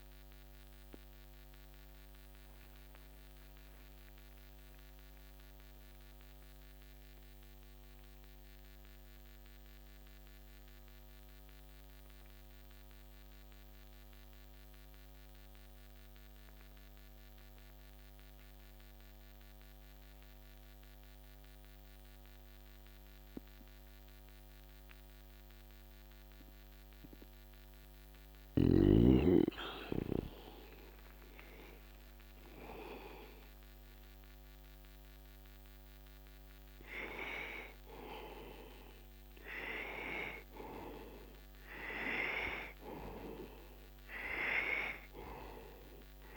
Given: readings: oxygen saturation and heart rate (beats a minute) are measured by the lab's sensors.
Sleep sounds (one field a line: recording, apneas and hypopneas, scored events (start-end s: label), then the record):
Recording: breathing in sleep by a microphone on the trachea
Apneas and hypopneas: 1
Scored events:
0.00-15.50 s: oxygen desaturation (device-marked, oxygen 87% lowest, heart rate 63 extreme)
0.50-37.50 s: mixed apnea (oxygen 98% before, 87% lowest, heart rate 64 before, 62 extreme, up 9 after)
39.00-43.50 s: arousal
39.50-46.37 s: oxygen desaturation (device-marked, oxygen 97% before, 89% lowest, heart rate 63 before, 61 extreme)
From the record:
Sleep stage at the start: N2 (light sleep)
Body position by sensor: on the back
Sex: male